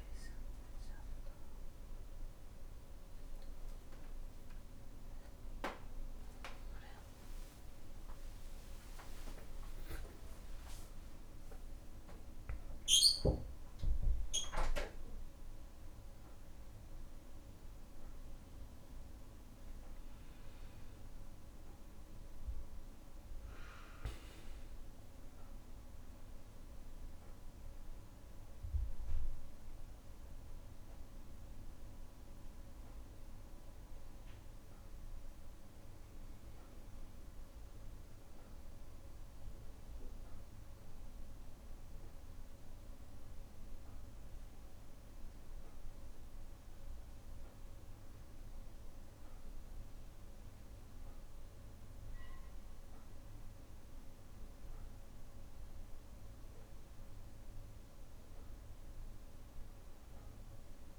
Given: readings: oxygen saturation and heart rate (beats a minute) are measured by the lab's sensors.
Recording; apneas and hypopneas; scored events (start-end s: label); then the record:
a person awake in a sleep study, hard to hear, by a room microphone; none
5.50-7.50 s: long interval between heartbeats (device-marked, heart rate 63 before, 72 extreme)
From the record:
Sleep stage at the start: awake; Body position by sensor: on the back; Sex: male